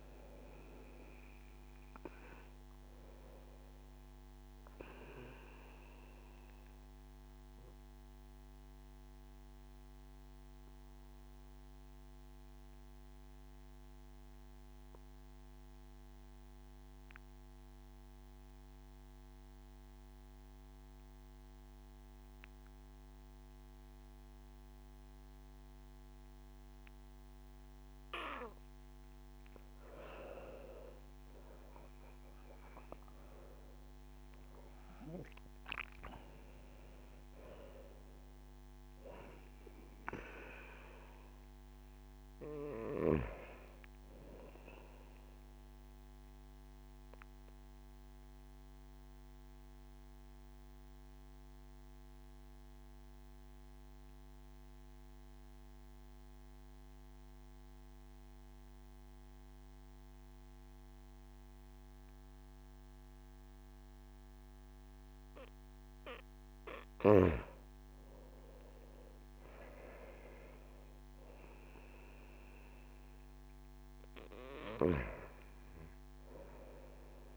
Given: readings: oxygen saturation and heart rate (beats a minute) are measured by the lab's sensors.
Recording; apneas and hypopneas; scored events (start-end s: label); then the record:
breathing in sleep by a microphone on the trachea; 2
0.00-18.50 s: oxygen desaturation (device-marked, oxygen 93% lowest)
6.50-27.50 s: obstructive apnea (oxygen 97% before, 93% lowest)
29.00-33.50 s: arousal
36.50-50.50 s: oxygen desaturation (device-marked, oxygen 96% before, 93% lowest)
47.50-66.00 s: obstructive apnea (oxygen 98% before, 92% lowest)
66.50-77.36 s: oxygen desaturation (device-marked, oxygen 98% before, 94% lowest)
68.00-71.50 s: arousal
76.50-77.36 s: new sleep stage, N1 (lightest sleep)
From the record:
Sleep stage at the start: N2 (light sleep); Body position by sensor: on the back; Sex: male